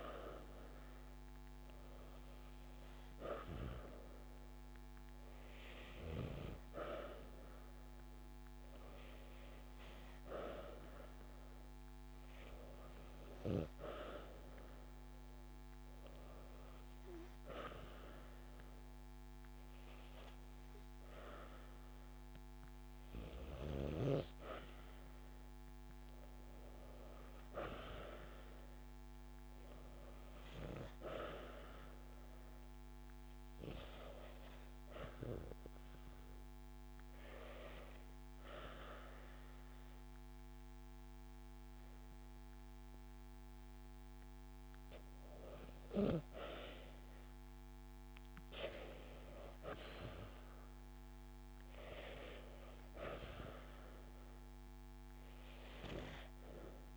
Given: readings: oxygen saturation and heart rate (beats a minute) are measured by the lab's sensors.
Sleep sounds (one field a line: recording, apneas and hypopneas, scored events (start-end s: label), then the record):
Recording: breathing in sleep by a microphone on the trachea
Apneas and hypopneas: none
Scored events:
none scored
From the record:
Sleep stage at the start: N2 (light sleep)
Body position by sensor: on the back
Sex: female